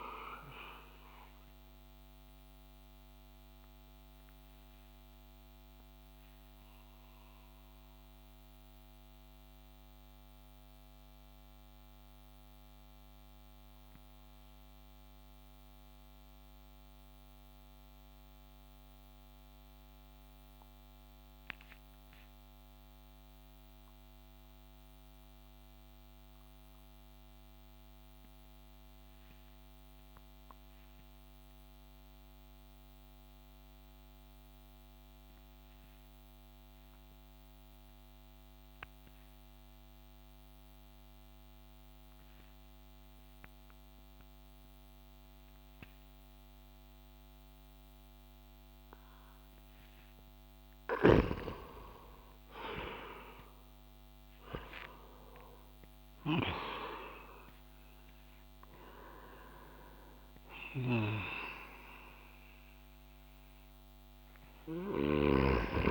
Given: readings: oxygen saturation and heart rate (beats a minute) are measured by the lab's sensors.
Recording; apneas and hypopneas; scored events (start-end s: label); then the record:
breathing in sleep by a microphone on the trachea; 1
0.00-14.00 s: oxygen desaturation (device-marked, oxygen 88% lowest)
1.00-50.00 s: mixed apnea (oxygen 97% before, 84% lowest)
33.00-65.91 s: oxygen desaturation (device-marked, oxygen 98% before, 84% lowest)
50.50-65.00 s: snoring (device-marked)
51.50-54.50 s: arousal
From the record:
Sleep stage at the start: N2 (light sleep); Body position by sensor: on the back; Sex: male